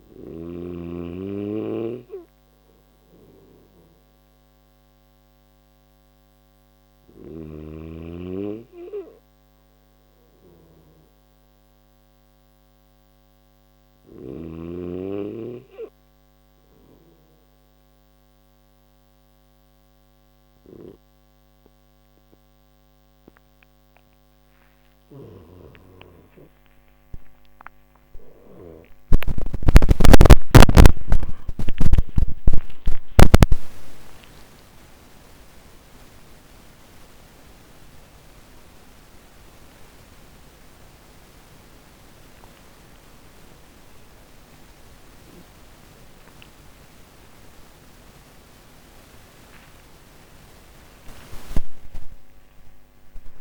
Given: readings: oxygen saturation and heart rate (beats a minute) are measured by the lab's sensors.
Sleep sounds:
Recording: breathing in sleep by a microphone on the trachea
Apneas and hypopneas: none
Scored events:
none scored
From the record:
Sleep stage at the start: N3 (deep sleep)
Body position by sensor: on the back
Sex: male

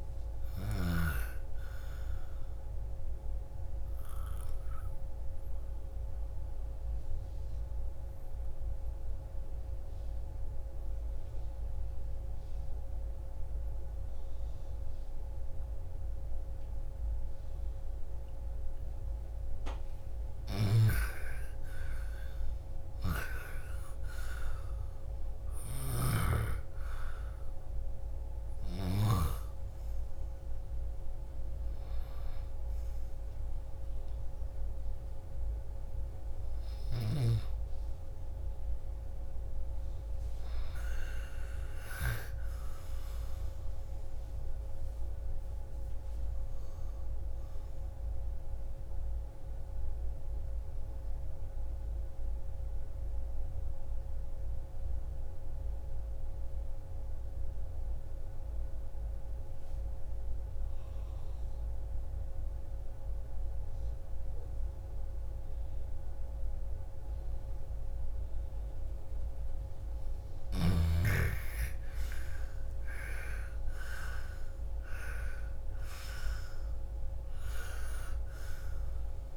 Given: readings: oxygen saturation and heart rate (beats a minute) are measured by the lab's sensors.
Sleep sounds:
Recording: breathing in sleep by a room microphone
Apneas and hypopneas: 2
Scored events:
0.00-1.00 s: snoring (device-marked)
0.00-18.00 s: oxygen desaturation (device-marked, oxygen 88% lowest, heart rate 28 extreme)
5.00-20.00 s: obstructive apnea (oxygen 98% before, 87% lowest, heart rate 57 before, 28 extreme, up 31 after)
20.50-29.00 s: snoring (device-marked)
21.00-24.50 s: arousal
24.00-46.00 s: oxygen desaturation (device-marked, oxygen 98% before, 87% lowest, heart rate 42 before, 29 extreme)
49.00-70.00 s: obstructive apnea (oxygen 98% before, 80% lowest)
70.50-74.00 s: arousal
71.00-79.37 s: oxygen desaturation (device-marked, oxygen 98% before, 80% lowest)
From the record:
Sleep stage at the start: N2 (light sleep)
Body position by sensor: on the left side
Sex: female

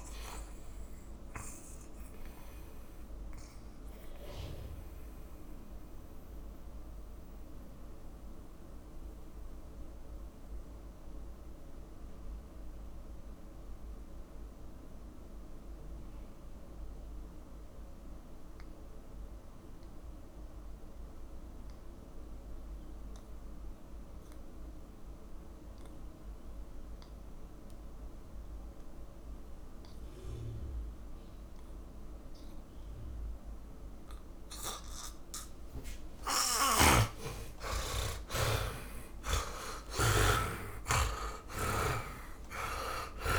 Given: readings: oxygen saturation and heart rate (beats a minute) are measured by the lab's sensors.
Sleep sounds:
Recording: breathing in sleep by a room microphone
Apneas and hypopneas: 1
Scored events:
0.00-26.00 s: oxygen desaturation (device-marked, oxygen 76% lowest, heart rate 44 extreme)
3.50-35.50 s: mixed apnea (oxygen 100% before, 75% lowest, heart rate 70 before, 44 extreme, up 35 after)
31.00-43.39 s: oxygen desaturation (device-marked, oxygen 99% before, 75% lowest, heart rate 55 before, 47 extreme)
36.50-43.39 s: snoring (device-marked)
40.50-43.39 s: arousal
41.00-43.39 s: tachycardia (device-marked, heart rate 66 before, 133 extreme)
From the record:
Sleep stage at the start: N2 (light sleep)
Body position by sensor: on the back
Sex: male

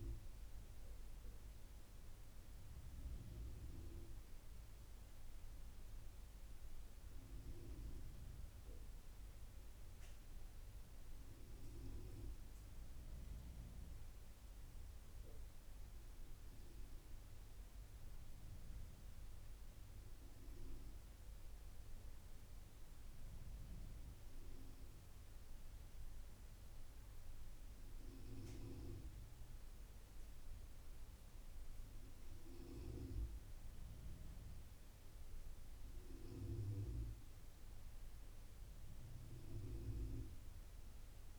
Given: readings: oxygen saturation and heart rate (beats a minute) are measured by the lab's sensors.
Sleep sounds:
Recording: breathing in sleep by a room microphone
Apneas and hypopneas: none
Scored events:
31.00-36.00 s: arousal
From the record:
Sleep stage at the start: N1 (lightest sleep)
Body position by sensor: on the back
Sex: male

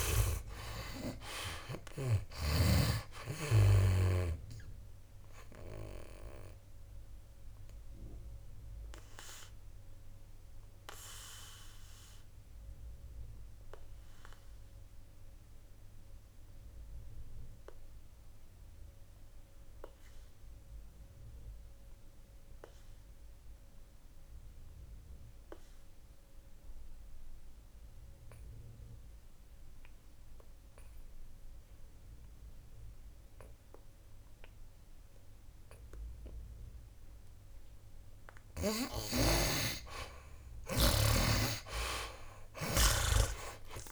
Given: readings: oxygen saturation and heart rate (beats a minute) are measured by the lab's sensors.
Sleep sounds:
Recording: breathing in sleep by a room microphone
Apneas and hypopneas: 1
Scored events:
0.00-2.50 s: snoring (device-marked)
0.00-3.00 s: arousal
6.00-38.00 s: obstructive apnea (oxygen 96% before, 69% lowest, heart rate 65 before, 58 extreme, up 15 after)
7.50-32.50 s: oxygen desaturation (device-marked, oxygen 96% before, 77% lowest, heart rate 67 before, 58 extreme)
34.50-43.92 s: oxygen desaturation (device-marked, oxygen 96% before, 69% lowest, heart rate 60 before, 57 extreme)
39.00-43.92 s: snoring (device-marked)
From the record:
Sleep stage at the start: N2 (light sleep)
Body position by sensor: on the back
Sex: male

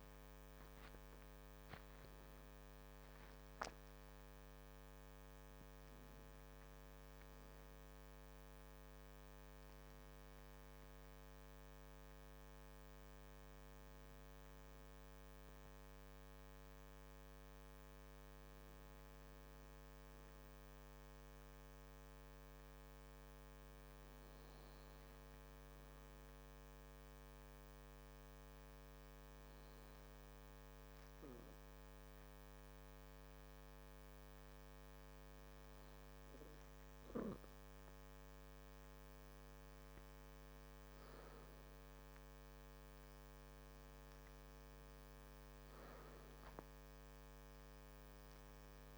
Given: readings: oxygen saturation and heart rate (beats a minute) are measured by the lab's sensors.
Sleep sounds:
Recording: breathing in sleep, hard to hear, by a microphone on the trachea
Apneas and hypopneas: 1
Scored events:
23.50-37.00 s: hypopnea (oxygen 98% before, 96% lowest, heart rate 54 before, 50 extreme, up 7 after)
38.50-41.50 s: arousal
46.50-48.98 s: new sleep stage, N1 (lightest sleep)
From the record:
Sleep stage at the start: N2 (light sleep)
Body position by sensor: on the back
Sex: male

